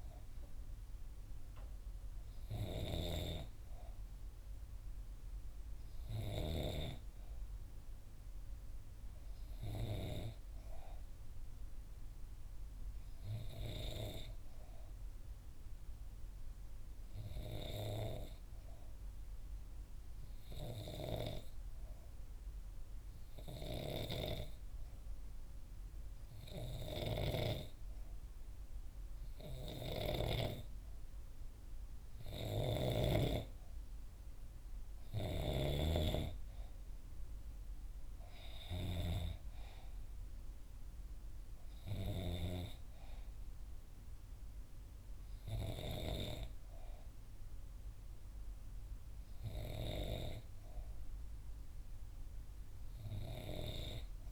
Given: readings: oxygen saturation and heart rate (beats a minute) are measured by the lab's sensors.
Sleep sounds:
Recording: breathing in sleep by a room microphone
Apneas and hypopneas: 1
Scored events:
0.00-1.50 s: oxygen desaturation (device-marked, oxygen 90% lowest, heart rate 59 extreme)
19.50-34.00 s: obstructive apnea (oxygen 93% before, 88% lowest, heart rate 60 before, 59 extreme, up 1 after)
32.50-36.00 s: snoring (device-marked)
36.50-40.00 s: arousal
38.50-54.32 s: oxygen desaturation (device-marked, oxygen 93% before, 88% lowest, heart rate 62 before, 59 extreme)
From the record:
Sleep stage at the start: N2 (light sleep)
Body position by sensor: on the right side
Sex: female

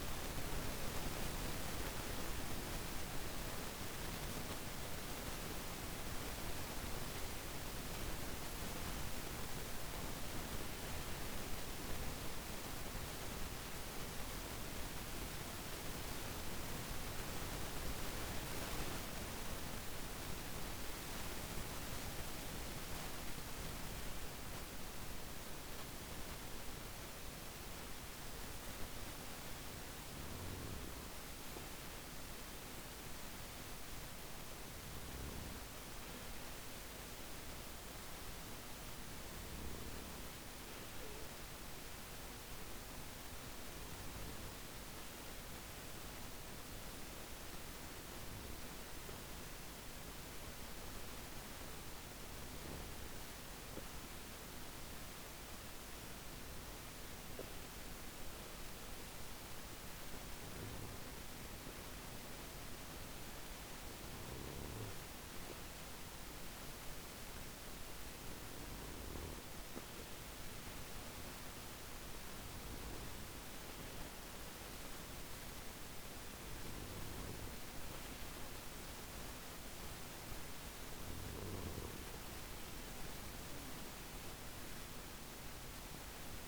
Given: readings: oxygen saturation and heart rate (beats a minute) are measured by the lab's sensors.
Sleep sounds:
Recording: breathing in sleep, hard to hear, by a microphone on the trachea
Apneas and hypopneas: 2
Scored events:
16.00-29.50 s: hypopnea (oxygen 96% before, 94% lowest, heart rate 52 before, 46 extreme, up 5 after)
31.00-34.50 s: arousal
55.00-66.50 s: hypopnea (oxygen 96% before, 94% lowest, heart rate 52 before, 52 extreme, up 5 after)
84.00-86.48 s: arousal
From the record:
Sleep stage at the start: N2 (light sleep)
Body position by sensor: on the back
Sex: male

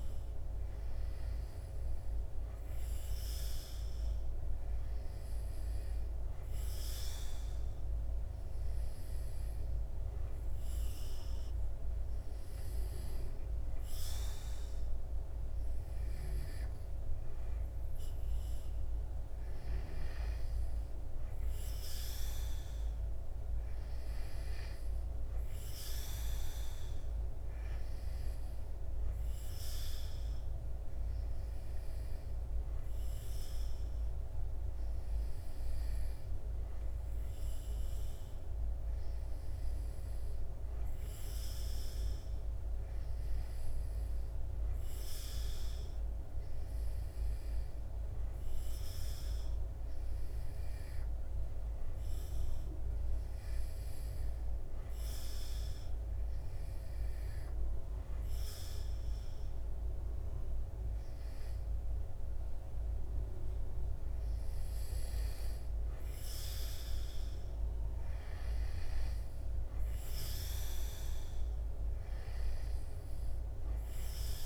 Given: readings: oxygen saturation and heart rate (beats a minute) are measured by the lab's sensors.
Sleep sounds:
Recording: breathing in sleep, hard to hear, by a room microphone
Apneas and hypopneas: none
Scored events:
none scored
From the record:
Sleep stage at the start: N2 (light sleep)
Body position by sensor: on the back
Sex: male

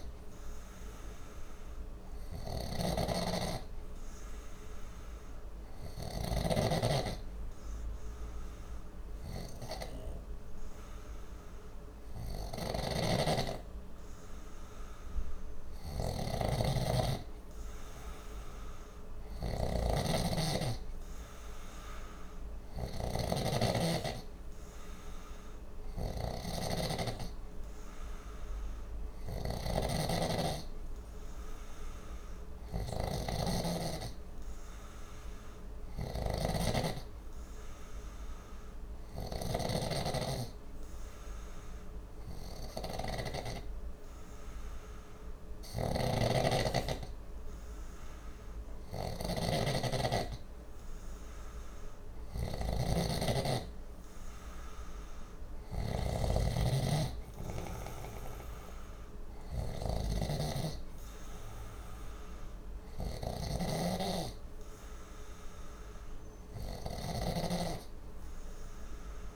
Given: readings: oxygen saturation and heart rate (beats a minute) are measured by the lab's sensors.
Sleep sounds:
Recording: breathing in sleep by a room microphone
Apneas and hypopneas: 1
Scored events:
0.00-6.50 s: snoring (device-marked)
12.50-39.50 s: snoring (device-marked)
37.50-51.00 s: obstructive apnea (oxygen 94% before, 92% lowest, heart rate 60 before, 59 extreme, up 1 after)
45.50-69.36 s: snoring (device-marked)
53.00-57.50 s: arousal
From the record:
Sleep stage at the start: N2 (light sleep)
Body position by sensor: on the left side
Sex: male

